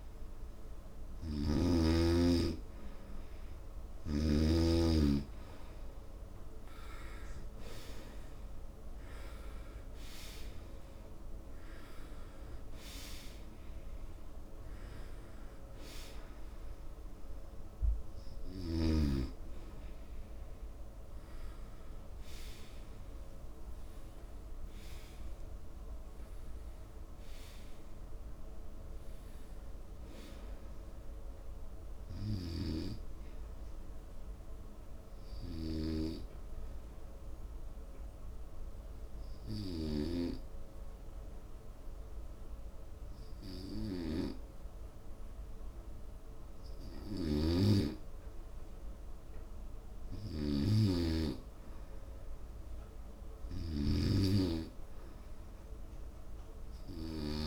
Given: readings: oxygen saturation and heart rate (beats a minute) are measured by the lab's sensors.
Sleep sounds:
breathing in sleep by a room microphone; 1
0.00-5.00 s: snoring (device-marked)
1.50-12.50 s: oxygen desaturation (device-marked, oxygen 96% before, 91% lowest, heart rate 71 before, 76 extreme)
23.50-28.50 s: arousal
37.00-48.00 s: obstructive apnea (oxygen 93% before, 91% lowest, heart rate 83 before, 71 extreme, up 0 after)
50.00-53.50 s: arousal
From the record:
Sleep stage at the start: N2 (light sleep); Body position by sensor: on the right side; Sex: male

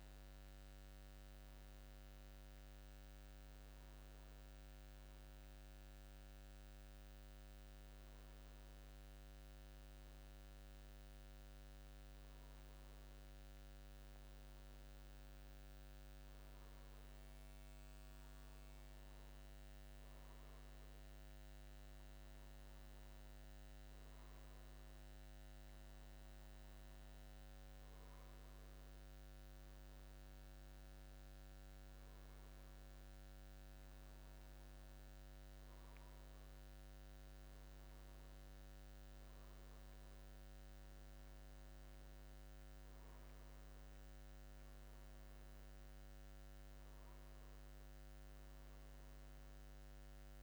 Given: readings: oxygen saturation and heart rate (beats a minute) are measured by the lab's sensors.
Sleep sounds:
breathing in sleep, hard to hear, by a microphone on the trachea; none
none scored
From the record:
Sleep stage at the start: N1 (lightest sleep); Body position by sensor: on the back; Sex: male

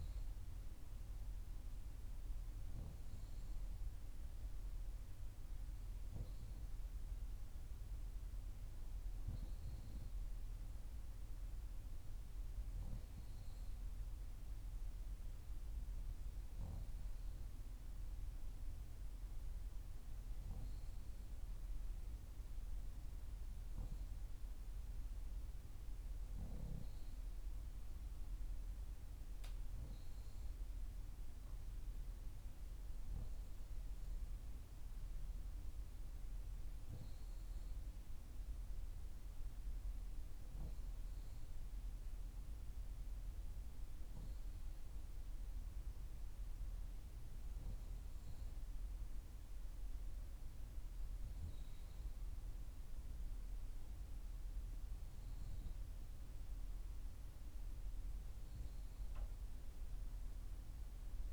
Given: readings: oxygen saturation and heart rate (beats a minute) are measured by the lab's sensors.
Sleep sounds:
breathing in sleep, hard to hear, by a room microphone; none
none scored
From the record:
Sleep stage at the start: N3 (deep sleep); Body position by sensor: on the back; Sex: female

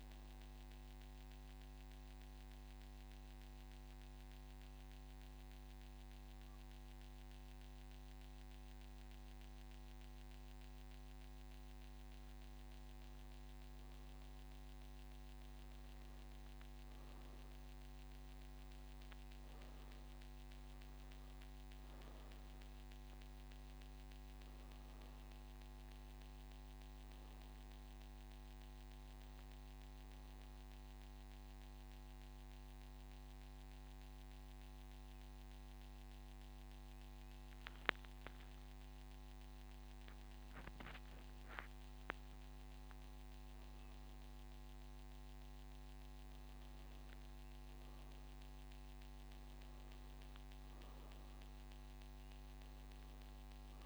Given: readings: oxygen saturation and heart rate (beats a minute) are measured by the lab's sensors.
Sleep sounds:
breathing in sleep, hard to hear, by a microphone on the trachea; 2
2.50-13.50 s: obstructive apnea (oxygen 95% before, 93% lowest, heart rate 63 before, 61 extreme, up 0 after)
30.00-42.00 s: obstructive apnea (oxygen 95% before, 92% lowest, heart rate 62 before, 61 extreme, up 2 after)
From the record:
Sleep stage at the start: N1 (lightest sleep); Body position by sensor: on the back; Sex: male

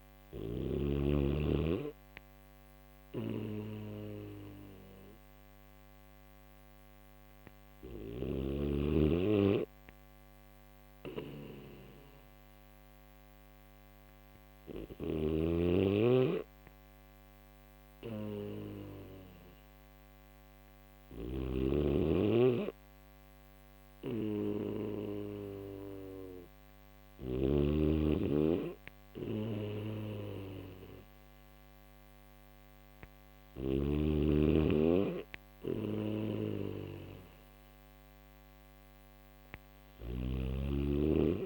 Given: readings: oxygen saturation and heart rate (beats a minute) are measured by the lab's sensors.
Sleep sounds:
breathing in sleep by a microphone on the trachea; none
11.50-41.46 s: new sleep stage, N3 (deep sleep)
20.50-27.00 s: snoring (device-marked)
33.00-39.50 s: snoring (device-marked)
From the record:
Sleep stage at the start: N1 (lightest sleep); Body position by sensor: on the back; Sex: male

